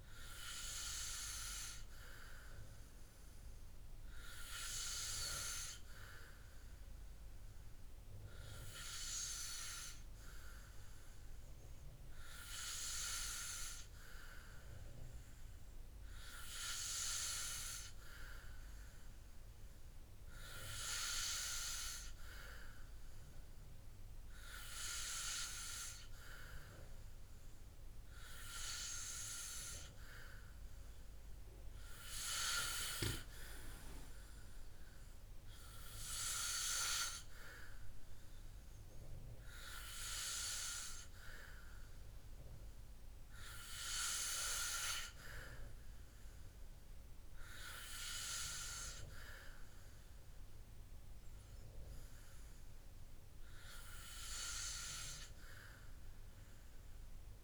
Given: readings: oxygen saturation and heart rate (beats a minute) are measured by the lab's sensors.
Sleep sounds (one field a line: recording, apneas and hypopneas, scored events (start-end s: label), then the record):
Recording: breathing in sleep by a room microphone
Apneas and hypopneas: none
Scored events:
none scored
From the record:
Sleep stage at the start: N2 (light sleep)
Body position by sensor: on the back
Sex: male